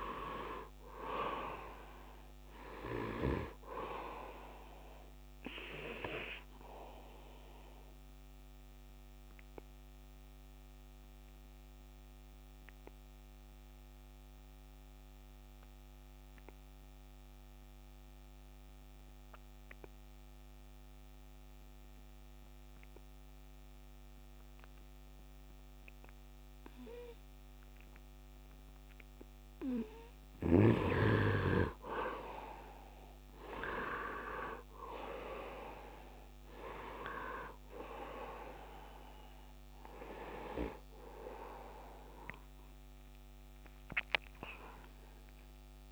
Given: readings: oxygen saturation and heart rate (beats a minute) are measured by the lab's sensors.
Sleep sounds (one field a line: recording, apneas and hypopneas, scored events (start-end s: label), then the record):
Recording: breathing in sleep by a microphone on the trachea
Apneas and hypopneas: 1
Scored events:
3.00-17.00 s: oxygen desaturation (device-marked, oxygen 100% before, 87% lowest, heart rate 75 before, 71 extreme)
7.50-30.00 s: obstructive apnea (oxygen 100% before, 77% lowest, heart rate 77 before, 71 extreme, up 7 after)
29.00-45.92 s: oxygen desaturation (device-marked, oxygen 98% before, 77% lowest, heart rate 75 before, 76 extreme)
31.00-35.00 s: arousal
From the record:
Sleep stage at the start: N2 (light sleep)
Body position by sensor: on the right side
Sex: male